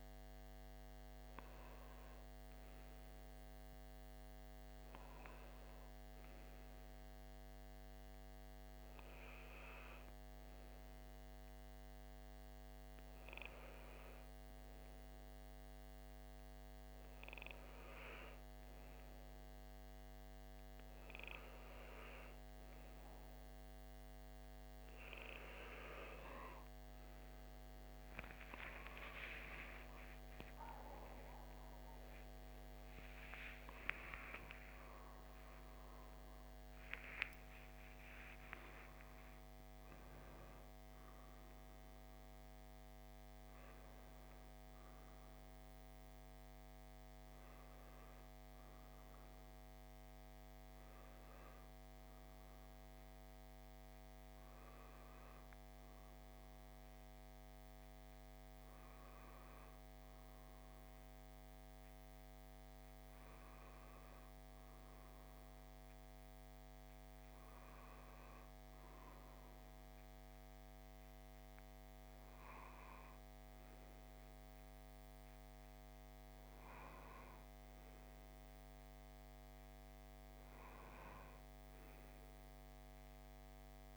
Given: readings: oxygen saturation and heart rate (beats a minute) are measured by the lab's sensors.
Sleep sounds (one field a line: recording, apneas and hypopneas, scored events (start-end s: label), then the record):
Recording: breathing in sleep by a microphone on the trachea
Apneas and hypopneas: none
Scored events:
15.50-75.50 s: new sleep stage, N1 (lightest sleep)
29.50-36.00 s: arousal
75.50-83.97 s: new sleep stage, N2 (light sleep)
From the record:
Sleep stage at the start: N2 (light sleep)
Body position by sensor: on the left side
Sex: male